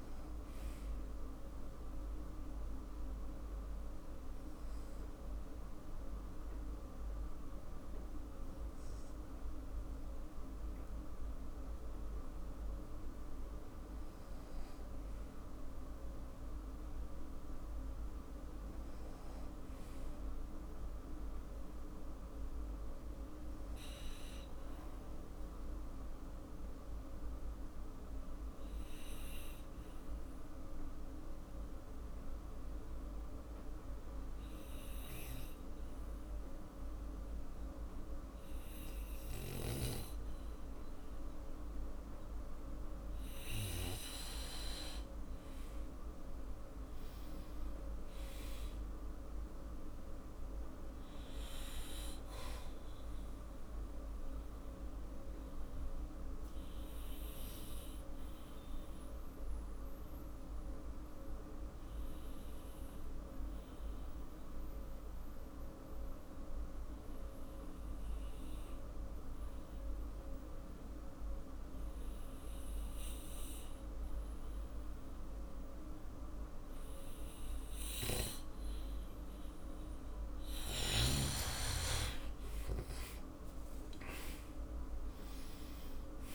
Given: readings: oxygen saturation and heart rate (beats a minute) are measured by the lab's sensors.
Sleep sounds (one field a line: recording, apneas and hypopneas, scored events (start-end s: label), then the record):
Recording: breathing in sleep, hard to hear, by a room microphone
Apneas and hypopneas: 3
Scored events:
1.50-14.00 s: obstructive apnea (oxygen 98% before, 94% lowest, heart rate 59 before, 54 extreme, up 2 after)
16.50-20.50 s: arousal
26.00-43.00 s: obstructive apnea (oxygen 98% before, 94% lowest, heart rate 55 before, 53 extreme, up 6 after)
45.50-49.50 s: arousal
55.00-79.50 s: obstructive apnea (oxygen 98% before, 92% lowest, heart rate 58 before, 53 extreme, up 12 after)
62.50-72.50 s: oxygen desaturation (device-marked, oxygen 99% before, 94% lowest, heart rate 57 before, 54 extreme)
83.00-86.35 s: arousal
From the record:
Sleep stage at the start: N2 (light sleep)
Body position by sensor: on the back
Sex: male